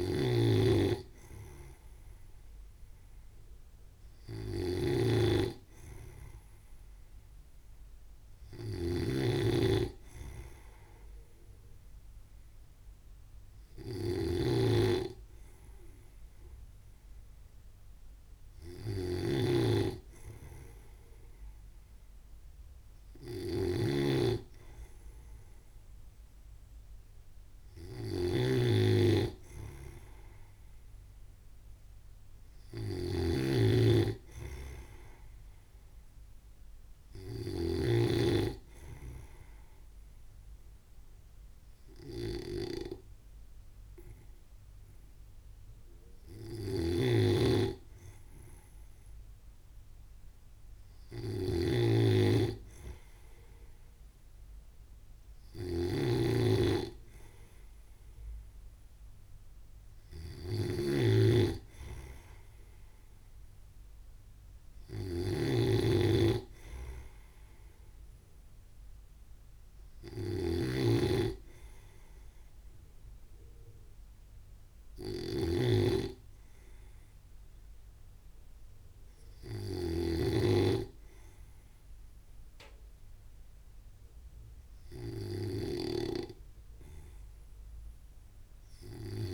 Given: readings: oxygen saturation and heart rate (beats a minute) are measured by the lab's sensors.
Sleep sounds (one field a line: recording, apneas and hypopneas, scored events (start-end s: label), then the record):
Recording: breathing in sleep by a room microphone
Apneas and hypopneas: none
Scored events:
0.00-38.50 s: snoring (device-marked)
47.50-89.34 s: snoring (device-marked)
From the record:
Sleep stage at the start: N2 (light sleep)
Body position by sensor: on the right side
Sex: male